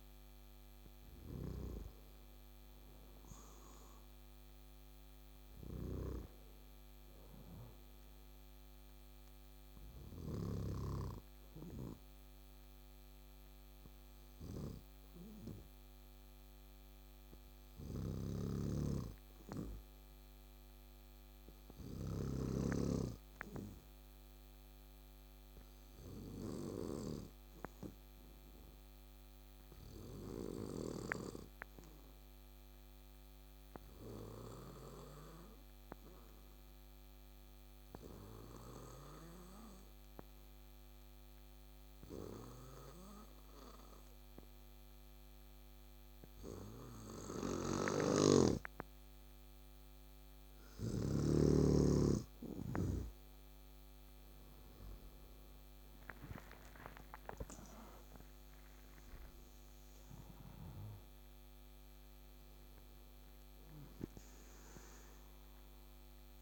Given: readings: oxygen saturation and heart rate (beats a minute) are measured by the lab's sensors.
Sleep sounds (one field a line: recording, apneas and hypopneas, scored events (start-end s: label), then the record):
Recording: breathing in sleep by a microphone on the trachea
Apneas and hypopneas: 1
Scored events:
11.50-51.00 s: hypopnea (oxygen 99% before, 91% lowest, heart rate 72 before, 65 extreme, up 10 after)
18.00-22.50 s: snoring (device-marked)
41.00-66.42 s: oxygen desaturation (device-marked, oxygen 97% before, 91% lowest, heart rate 69 before, 66 extreme)
47.50-51.00 s: snoring (device-marked)
54.00-57.50 s: arousal
From the record:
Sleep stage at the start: N2 (light sleep)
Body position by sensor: on the back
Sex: male